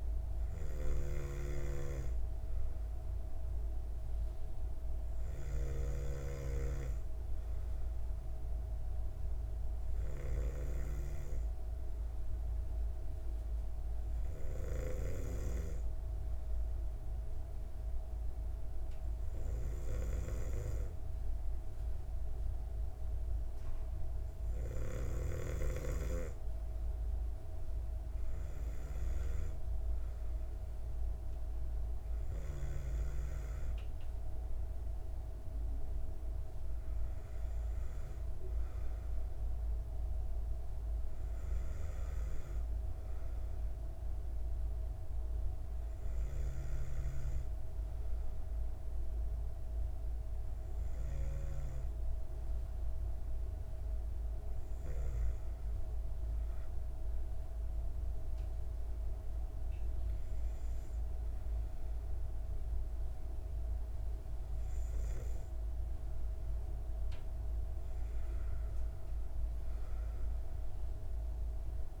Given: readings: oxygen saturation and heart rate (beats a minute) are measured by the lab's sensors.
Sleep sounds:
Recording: breathing in sleep by a room microphone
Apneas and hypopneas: 2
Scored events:
13.50-26.00 s: hypopnea (oxygen 96% before, 94% lowest, heart rate 66 before, 65 extreme, up 5 after)
27.50-32.00 s: arousal
56.50-66.50 s: obstructive apnea (oxygen 96% before, 94% lowest, heart rate 65 before, 64 extreme, up 5 after)
69.00-72.00 s: arousal
From the record:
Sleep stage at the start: N2 (light sleep)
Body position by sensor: on the back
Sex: female

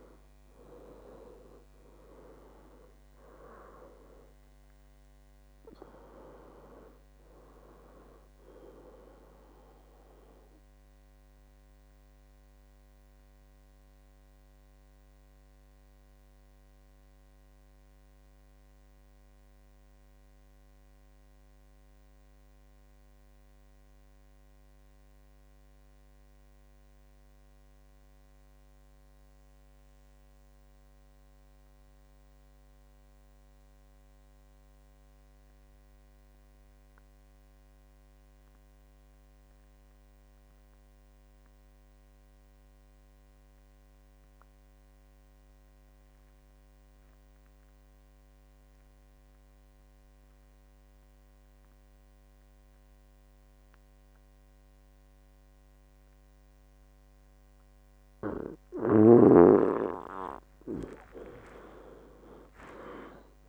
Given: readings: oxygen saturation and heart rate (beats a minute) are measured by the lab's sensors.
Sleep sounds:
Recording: breathing in sleep by a microphone on the trachea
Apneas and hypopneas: 1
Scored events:
0.00-14.00 s: oxygen desaturation (device-marked, oxygen 93% lowest, heart rate 59 extreme)
10.50-58.50 s: obstructive apnea (oxygen 98% before, 84% lowest, heart rate 74 before, 59 extreme, up 21 after)
46.00-63.48 s: oxygen desaturation (device-marked, oxygen 98% before, 84% lowest, heart rate 62 before, 60 extreme)
61.00-63.48 s: arousal
From the record:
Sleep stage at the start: N2 (light sleep)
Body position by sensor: on the back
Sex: male

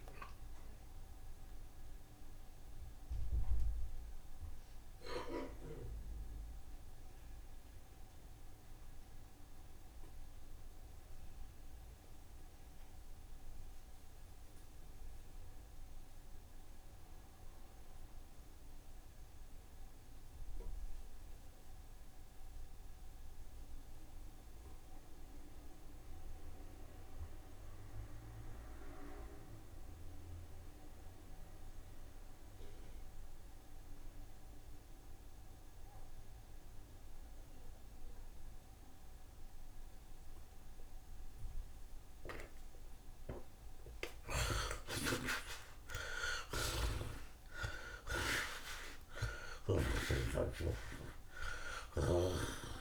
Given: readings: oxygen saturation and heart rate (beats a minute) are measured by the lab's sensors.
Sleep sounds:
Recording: breathing in sleep by a room microphone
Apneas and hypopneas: 1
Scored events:
0.00-15.00 s: oxygen desaturation (device-marked, oxygen 49% lowest, heart rate 33 extreme)
1.50-43.00 s: mixed apnea (oxygen 81% before, 49% lowest, heart rate 177 before, 33 extreme, up 60 after)
3.00-5.00 s: long interval between heartbeats (device-marked, heart rate 171 before, 84 extreme)
3.00-10.00 s: bradycardia (device-marked, heart rate 82 before, 33 extreme)
10.00-12.00 s: long interval between heartbeats (device-marked, heart rate 128 before, 43 extreme)
12.00-30.00 s: tachycardia (device-marked, heart rate 82 before, 158 extreme)
12.50-14.50 s: long interval between heartbeats (device-marked, heart rate 112 before, 57 extreme)
15.00-17.00 s: long interval between heartbeats (device-marked, heart rate 93 before, 107 extreme)
17.00-52.81 s: oxygen desaturation (device-marked, oxygen 86% before, 49% lowest, heart rate 85 before, 59 extreme)
17.50-19.50 s: long interval between heartbeats (device-marked, heart rate 85 before, 117 extreme)
20.50-22.50 s: long interval between heartbeats (device-marked, heart rate 80 before, 128 extreme)
23.00-25.00 s: long interval between heartbeats (device-marked, heart rate 85 before, 147 extreme)
25.50-27.50 s: long interval between heartbeats (device-marked, heart rate 92 before, 138 extreme)
28.50-30.50 s: long interval between heartbeats (device-marked, heart rate 105 before, 123 extreme)
33.50-35.50 s: long interval between heartbeats (device-marked, heart rate 123 before, 95 extreme)
35.00-37.00 s: tachycardia (device-marked, heart rate 83 before, 94 extreme)
38.00-46.00 s: tachycardia (device-marked, heart rate 83 before, 148 extreme)
39.00-41.00 s: long interval between heartbeats (device-marked, heart rate 121 before, 99 extreme)
42.50-44.50 s: long interval between heartbeats (device-marked, heart rate 119 before, 130 extreme)
44.00-48.50 s: arousal
44.50-46.50 s: long interval between heartbeats (device-marked, heart rate 117 before, 146 extreme)
48.50-50.50 s: long interval between heartbeats (device-marked, heart rate 117 before, 98 extreme)
50.50-52.50 s: long interval between heartbeats (device-marked, heart rate 115 before, 89 extreme)
From the record:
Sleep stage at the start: N2 (light sleep)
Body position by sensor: on the right side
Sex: male

